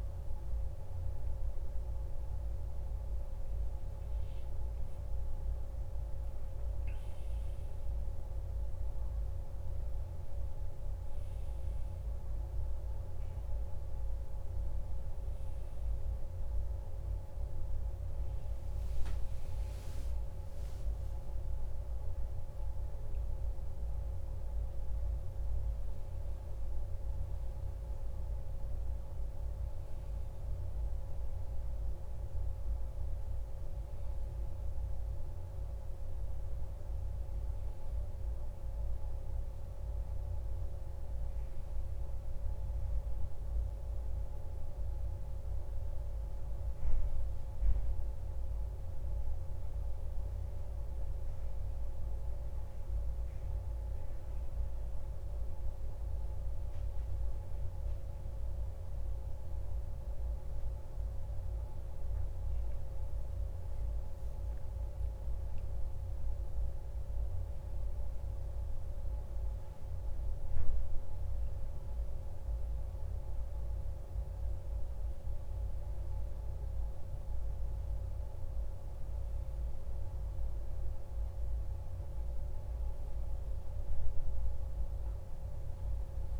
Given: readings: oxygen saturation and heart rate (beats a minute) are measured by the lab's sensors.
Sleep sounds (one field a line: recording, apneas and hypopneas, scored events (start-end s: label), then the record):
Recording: breathing in sleep, hard to hear, by a room microphone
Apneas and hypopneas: none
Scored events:
17.50-21.50 s: arousal
From the record:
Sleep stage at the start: N1 (lightest sleep)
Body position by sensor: on the back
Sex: male